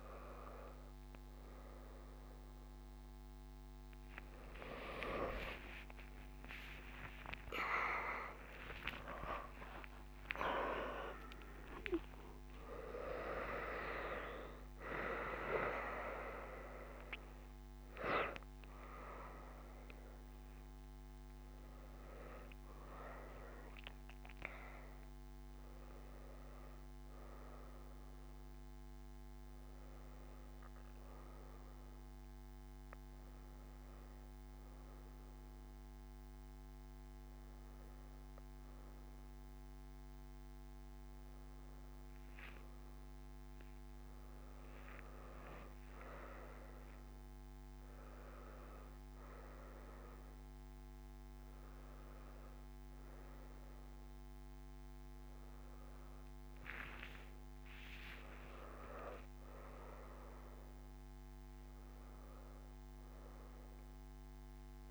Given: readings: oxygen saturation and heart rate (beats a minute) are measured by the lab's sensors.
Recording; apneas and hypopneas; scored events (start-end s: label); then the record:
a person awake in a sleep study, by a microphone on the trachea; none
3.00-6.00 s: tachycardia (device-marked)
47.00-64.00 s: oxygen desaturation (device-marked, oxygen 99% before, 93% lowest)
From the record:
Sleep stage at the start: awake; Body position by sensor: on the back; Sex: female